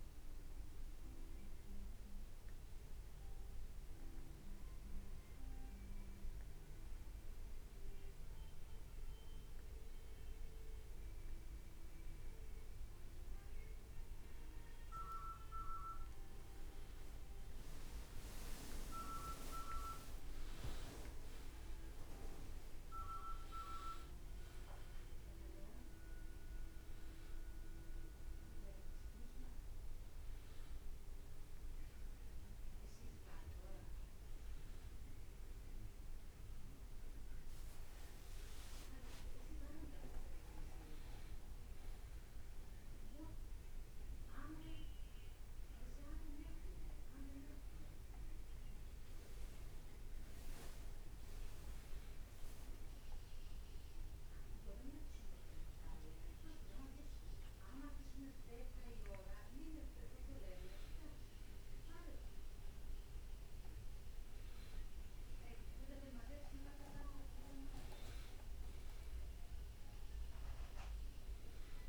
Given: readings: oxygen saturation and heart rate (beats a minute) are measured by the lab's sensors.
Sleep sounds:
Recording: a person awake in a sleep study, by a room microphone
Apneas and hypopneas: none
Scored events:
0.00-1.50 s: leg movement (device-marked)
17.00-25.00 s: leg movement (device-marked)
24.50-71.89 s: new sleep stage, awake
38.50-41.00 s: leg movement (device-marked)
49.00-54.50 s: leg movement (device-marked)
66.50-69.00 s: leg movement (device-marked)
From the record:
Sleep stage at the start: N1 (lightest sleep)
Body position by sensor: on the back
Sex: male

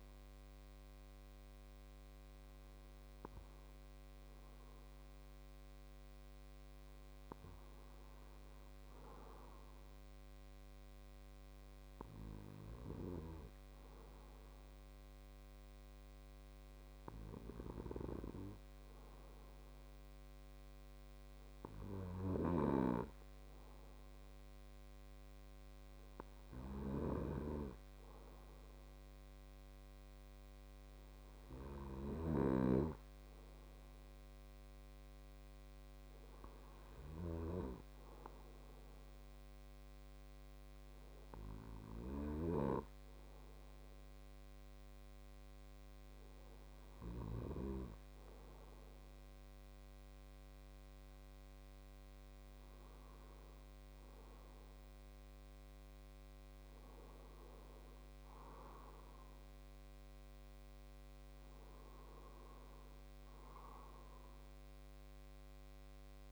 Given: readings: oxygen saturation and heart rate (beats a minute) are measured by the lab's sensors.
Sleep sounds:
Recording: breathing in sleep by a microphone on the trachea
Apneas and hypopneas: none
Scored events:
54.00-66.32 s: new sleep stage, awake
From the record:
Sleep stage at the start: N2 (light sleep)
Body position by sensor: on the right side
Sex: male

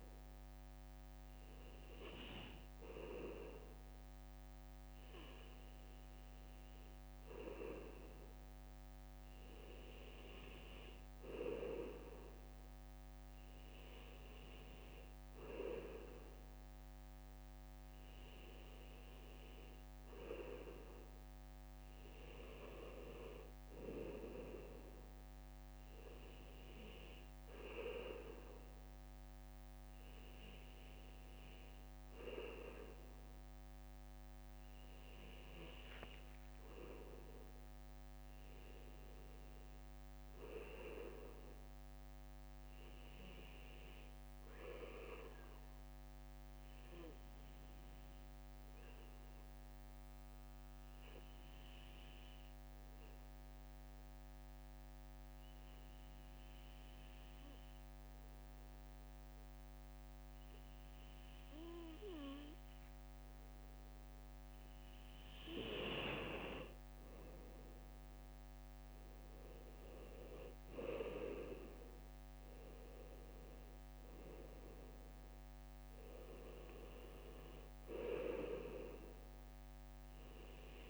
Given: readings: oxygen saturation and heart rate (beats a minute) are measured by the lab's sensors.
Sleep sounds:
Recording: breathing in sleep by a microphone on the trachea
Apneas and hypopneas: 1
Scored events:
0.00-9.00 s: bradycardia (device-marked, heart rate 58 extreme)
13.00-23.00 s: bradycardia (device-marked, heart rate 59 before, 57 extreme)
24.00-61.00 s: bradycardia (device-marked, heart rate 59 before, 57 extreme)
45.00-64.50 s: obstructive apnea (oxygen 97% before, 95% lowest, heart rate 58 before, 57 extreme, up 2 after)
67.50-70.50 s: arousal
72.00-80.90 s: bradycardia (device-marked, heart rate 59 before, 57 extreme)
From the record:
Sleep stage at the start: N2 (light sleep)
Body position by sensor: on the back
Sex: male

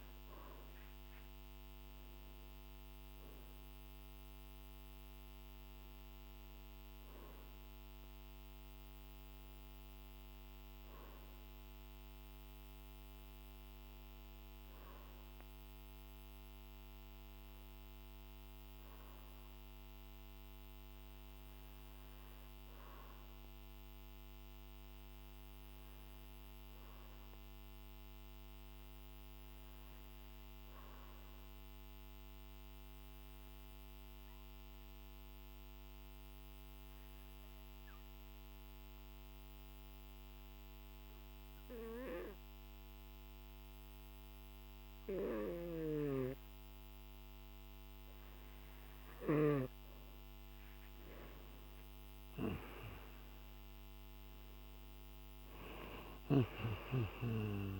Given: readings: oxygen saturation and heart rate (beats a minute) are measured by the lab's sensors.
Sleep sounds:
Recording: breathing in sleep by a microphone on the trachea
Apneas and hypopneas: 1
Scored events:
29.50-47.00 s: obstructive apnea (oxygen 96% before, 91% lowest, heart rate 50 before, 49 extreme, up 7 after)
49.00-53.00 s: arousal
From the record:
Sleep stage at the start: N2 (light sleep)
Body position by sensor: on the back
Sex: male

